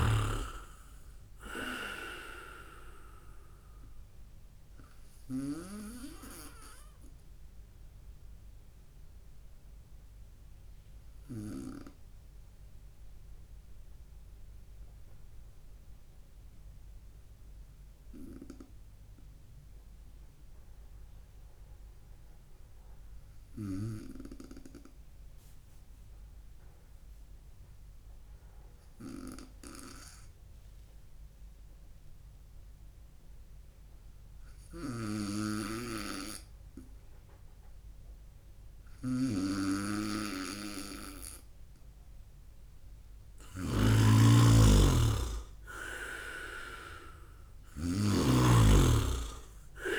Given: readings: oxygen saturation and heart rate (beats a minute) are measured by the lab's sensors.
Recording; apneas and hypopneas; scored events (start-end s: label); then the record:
breathing in sleep by a room microphone; 1
6.50-39.00 s: obstructive apnea (oxygen 99% before, 95% lowest, heart rate 65 before, 57 extreme)
34.50-49.99 s: snoring (device-marked)
41.50-45.00 s: arousal
From the record:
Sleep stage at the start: N2 (light sleep); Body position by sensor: on the right side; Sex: male